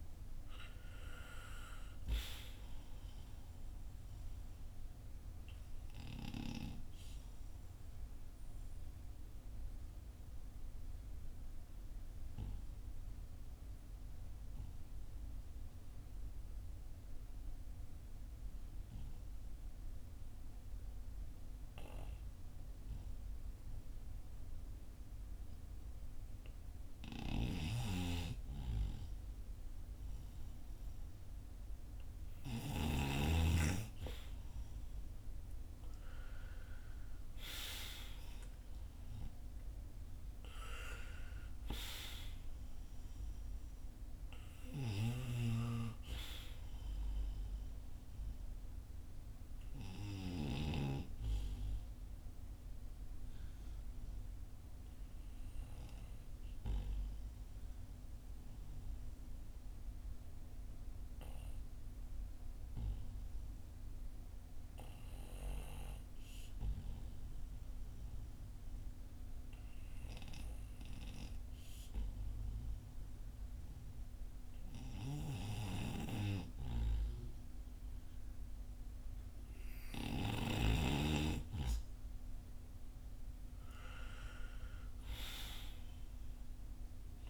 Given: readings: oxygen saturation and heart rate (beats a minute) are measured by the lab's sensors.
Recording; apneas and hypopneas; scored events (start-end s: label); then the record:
breathing in sleep by a room microphone; 2
3.50-27.00 s: obstructive apnea (oxygen 97% before, 91% lowest, heart rate 49 before, 39 extreme, up 8 after)
10.00-29.00 s: oxygen desaturation (device-marked, oxygen 95% before, 92% lowest, heart rate 51 before, 41 extreme)
29.00-33.00 s: arousal
50.50-77.00 s: obstructive apnea (oxygen 97% before, 91% lowest, heart rate 53 before, 45 extreme, up 12 after)
81.50-87.00 s: arousal
From the record:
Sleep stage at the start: N2 (light sleep); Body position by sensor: on the back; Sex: male